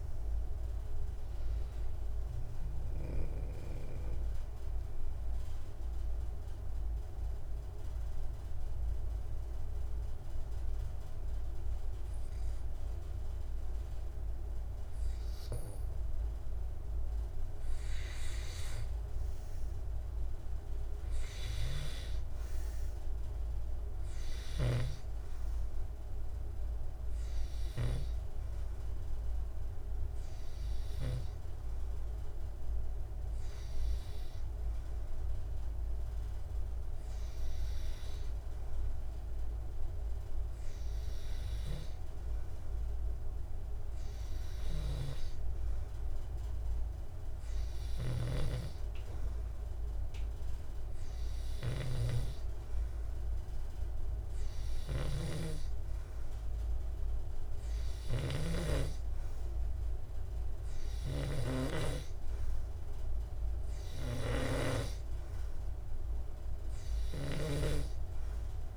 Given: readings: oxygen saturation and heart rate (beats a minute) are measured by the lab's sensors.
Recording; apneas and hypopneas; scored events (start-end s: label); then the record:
breathing in sleep by a room microphone; 2
3.50-17.00 s: obstructive apnea (oxygen 94% before, 93% lowest, heart rate 83 before, 65 extreme, up 9 after)
18.00-23.00 s: arousal
25.50-37.50 s: oxygen desaturation (device-marked, oxygen 100% before, 93% lowest, heart rate 72 before, 66 extreme)
29.00-42.00 s: hypopnea (oxygen 100% before, 93% lowest, heart rate 69 before, 66 extreme, up 5 after)
45.00-48.50 s: arousal
50.50-63.50 s: oxygen desaturation (device-marked, oxygen 98% before, 94% lowest, heart rate 68 before, 68 extreme)
From the record:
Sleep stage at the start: N2 (light sleep); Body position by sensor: on the back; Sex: male